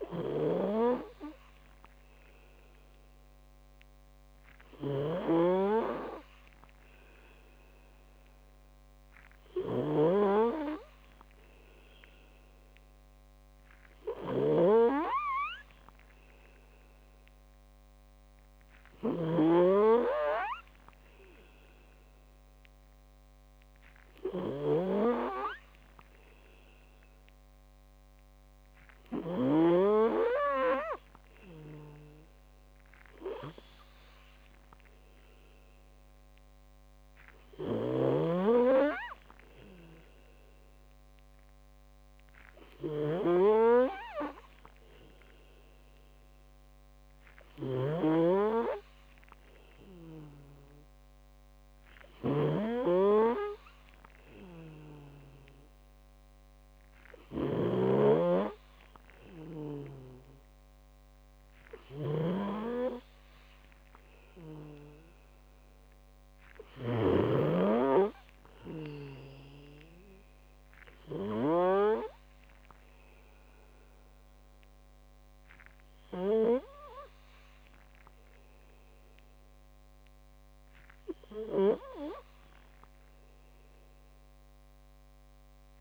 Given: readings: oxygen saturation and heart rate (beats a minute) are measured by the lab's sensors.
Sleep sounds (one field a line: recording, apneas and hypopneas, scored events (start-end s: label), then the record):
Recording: breathing in sleep by a microphone on the trachea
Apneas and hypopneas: none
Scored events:
0.00-30.00 s: snoring (device-marked)
38.00-72.00 s: snoring (device-marked)
From the record:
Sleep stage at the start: N2 (light sleep)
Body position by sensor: on the back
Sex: male